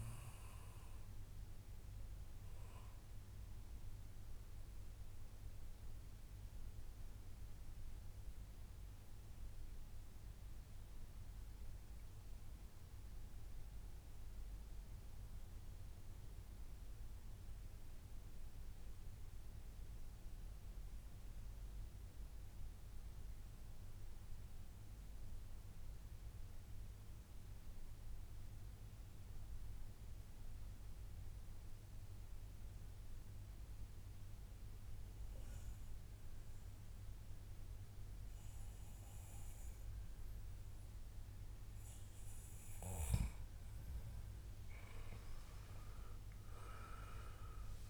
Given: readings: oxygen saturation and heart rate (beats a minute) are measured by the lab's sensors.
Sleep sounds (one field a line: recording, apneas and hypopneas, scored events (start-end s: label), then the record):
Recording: breathing in sleep, hard to hear, by a room microphone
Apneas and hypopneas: 1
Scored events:
0.50-41.50 s: mixed apnea (oxygen 98% before, 93% lowest, heart rate 134 before, 96 extreme, up 0 after)
5.00-7.00 s: long interval between heartbeats (device-marked, heart rate 132 before, 86 extreme)
44.00-47.89 s: arousal
From the record:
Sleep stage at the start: N2 (light sleep)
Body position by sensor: on the back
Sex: male